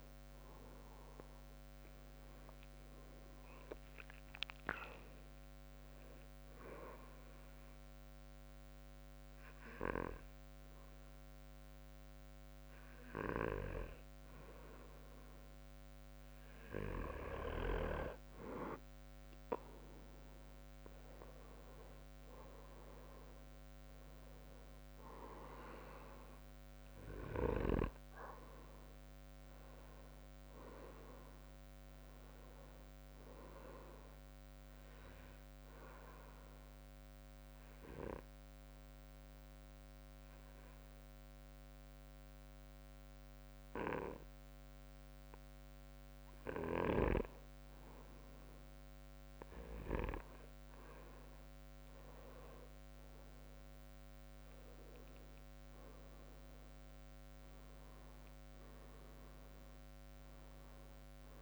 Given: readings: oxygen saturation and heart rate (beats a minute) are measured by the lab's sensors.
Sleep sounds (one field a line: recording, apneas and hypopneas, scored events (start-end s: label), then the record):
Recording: breathing in sleep by a microphone on the trachea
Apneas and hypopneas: 2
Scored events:
6.50-17.50 s: obstructive apnea (oxygen 96% before, 94% lowest, heart rate 71 before, 64 extreme, up 9 after)
20.50-24.50 s: arousal
36.00-47.00 s: obstructive apnea (oxygen 97% before, 94% lowest, heart rate 71 before, 63 extreme, up 10 after)
51.00-55.50 s: arousal
54.50-61.42 s: drop in pulse transit time (device-marked, heart rate 67 before, 72 extreme)
From the record:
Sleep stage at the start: N2 (light sleep)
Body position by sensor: on the back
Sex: male